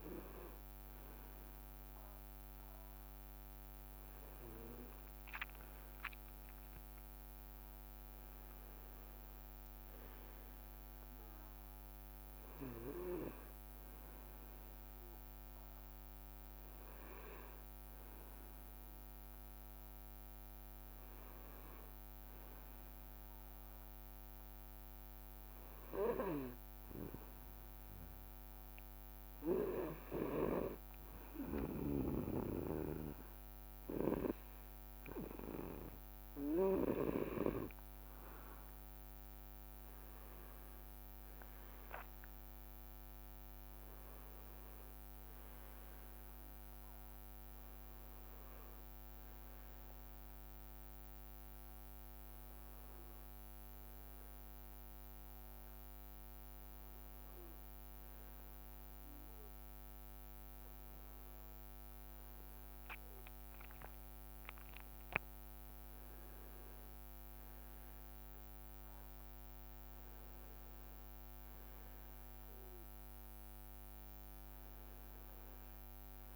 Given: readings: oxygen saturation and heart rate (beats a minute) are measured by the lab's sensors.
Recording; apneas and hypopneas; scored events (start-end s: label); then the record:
breathing in sleep by a microphone on the trachea; 1
8.00-12.50 s: arousal
22.00-34.50 s: hypopnea (oxygen 98% before, 96% lowest, heart rate 64 before, 63 extreme, up 6 after)
39.00-43.50 s: arousal
64.00-68.00 s: arousal
From the record:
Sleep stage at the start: N2 (light sleep); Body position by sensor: on the back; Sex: male